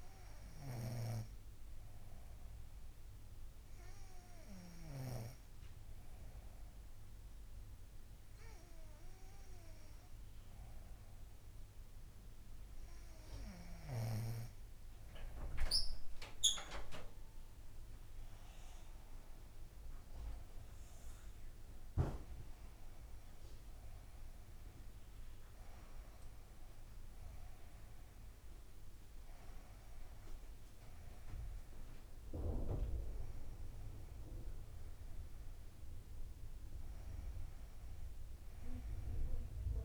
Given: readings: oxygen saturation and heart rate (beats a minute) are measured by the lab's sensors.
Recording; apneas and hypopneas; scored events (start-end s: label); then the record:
breathing in sleep by a room microphone; none
0.50-5.50 s: snoring (device-marked)
17.50-21.00 s: arousal
From the record:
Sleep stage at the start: N2 (light sleep); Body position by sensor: on the front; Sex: female